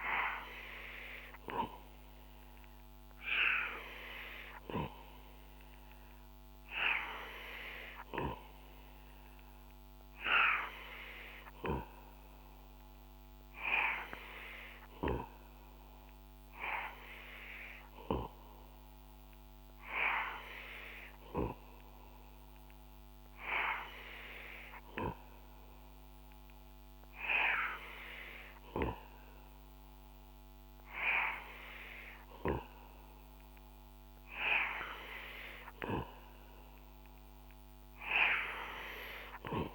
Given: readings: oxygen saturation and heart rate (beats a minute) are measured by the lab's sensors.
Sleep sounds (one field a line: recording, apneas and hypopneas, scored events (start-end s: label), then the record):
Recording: breathing in sleep by a microphone on the trachea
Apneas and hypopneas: none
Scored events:
none scored
From the record:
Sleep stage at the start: N2 (light sleep)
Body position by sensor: on the back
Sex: male